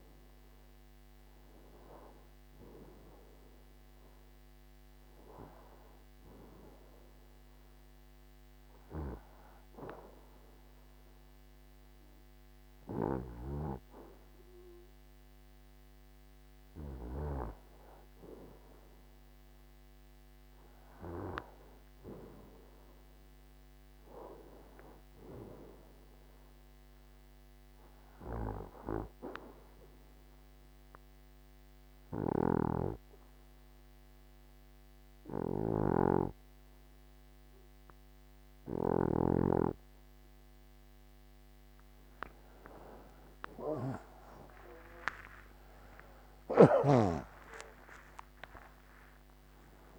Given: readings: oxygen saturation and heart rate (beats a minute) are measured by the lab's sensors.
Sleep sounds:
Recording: breathing in sleep by a microphone on the trachea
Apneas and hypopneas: 2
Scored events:
8.50-19.50 s: obstructive apnea (oxygen 91% before, 86% lowest, heart rate 83 before, 78 extreme, up 6 after)
25.00-36.00 s: oxygen desaturation (device-marked, oxygen 92% before, 89% lowest, heart rate 81 before, 78 extreme)
28.50-42.00 s: obstructive apnea (oxygen 92% before, 86% lowest, heart rate 80 before, 77 extreme, up 52 after)
43.50-49.00 s: arousal
From the record:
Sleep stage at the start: N2 (light sleep)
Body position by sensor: on the right side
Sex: male

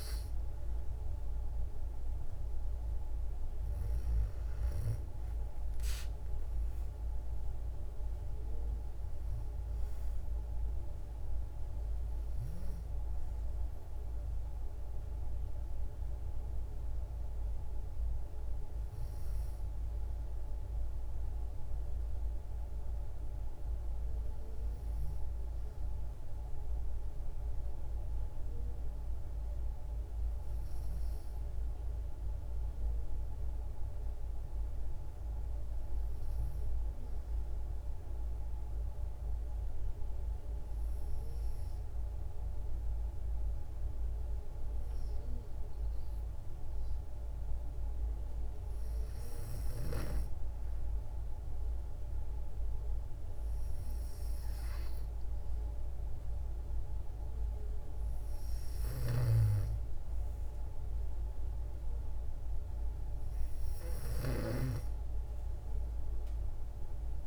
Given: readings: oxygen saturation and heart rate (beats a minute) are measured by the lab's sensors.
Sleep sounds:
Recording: breathing in sleep, hard to hear, by a room microphone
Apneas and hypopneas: 1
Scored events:
37.50-47.50 s: hypopnea (oxygen 95% before, 92% lowest, heart rate 57 before, 57 extreme, up 3 after)
51.00-55.50 s: arousal
From the record:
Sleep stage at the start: N2 (light sleep)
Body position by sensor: on the back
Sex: female

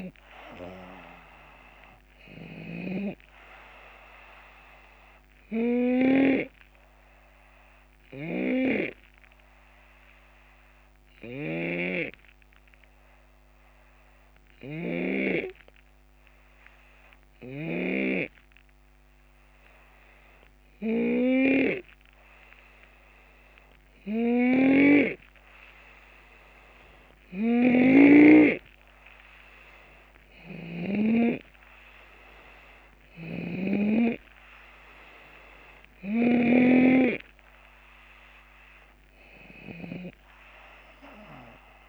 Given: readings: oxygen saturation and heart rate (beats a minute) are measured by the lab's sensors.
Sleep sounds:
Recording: breathing in sleep by a microphone on the trachea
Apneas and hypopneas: 1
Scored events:
0.00-6.50 s: drop in pulse transit time (device-marked, heart rate 75 extreme)
6.00-26.00 s: hypopnea (oxygen 92% before, 88% lowest, heart rate 75 before, 69 extreme, up 9 after)
11.00-15.00 s: snoring (device-marked)
27.00-31.00 s: snoring (device-marked)
29.00-32.00 s: arousal
33.00-40.00 s: snoring (device-marked)
From the record:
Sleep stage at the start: N2 (light sleep)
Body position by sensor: on the left side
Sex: male

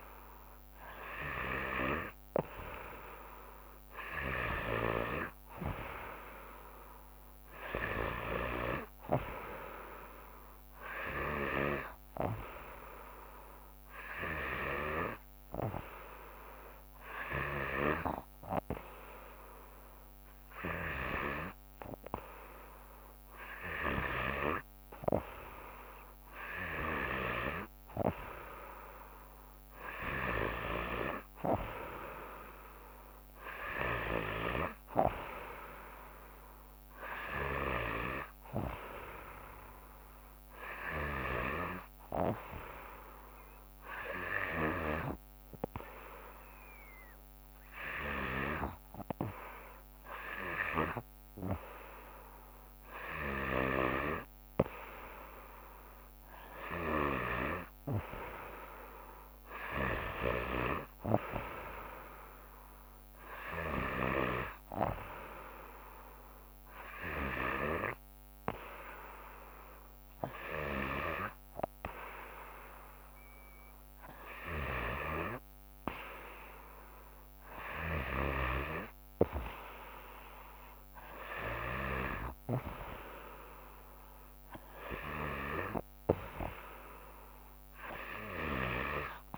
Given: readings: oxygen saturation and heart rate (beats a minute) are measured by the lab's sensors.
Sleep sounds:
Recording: breathing in sleep by a microphone on the trachea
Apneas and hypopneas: 1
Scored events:
4.50-8.50 s: snoring (device-marked)
6.50-66.50 s: new sleep stage, N2 (light sleep)
14.50-21.00 s: snoring (device-marked)
27.00-82.00 s: snoring (device-marked)
36.50-39.50 s: arousal
43.00-53.00 s: hypopnea (oxygen 95% before, 93% lowest, heart rate 74 before, 72 extreme, up 4 after)
56.00-59.50 s: arousal
66.50-89.38 s: new sleep stage, N3 (deep sleep)
From the record:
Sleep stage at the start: N3 (deep sleep)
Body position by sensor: on the back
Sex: female

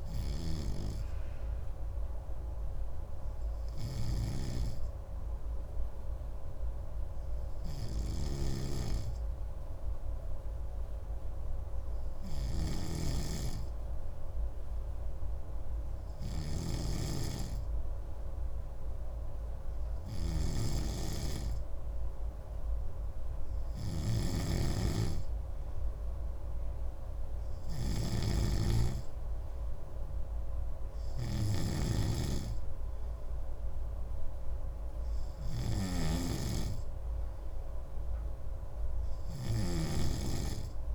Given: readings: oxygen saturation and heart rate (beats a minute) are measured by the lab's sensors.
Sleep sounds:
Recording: breathing in sleep by a room microphone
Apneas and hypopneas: none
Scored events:
0.00-40.95 s: snoring (device-marked)
From the record:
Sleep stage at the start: N2 (light sleep)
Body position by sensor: on the right side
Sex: male

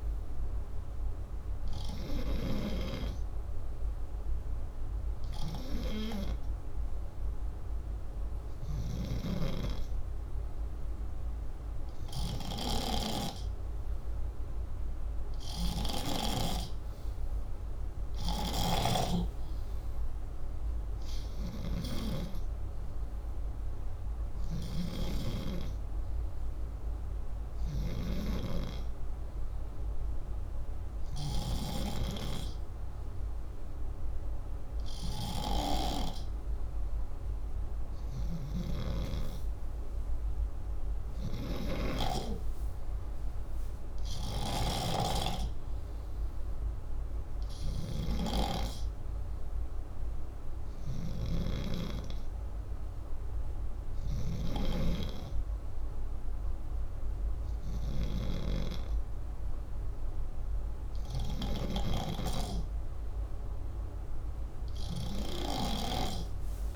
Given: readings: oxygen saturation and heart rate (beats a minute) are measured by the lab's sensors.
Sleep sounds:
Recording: breathing in sleep by a room microphone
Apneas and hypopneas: none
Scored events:
none scored
From the record:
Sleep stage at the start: N2 (light sleep)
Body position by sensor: upright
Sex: male

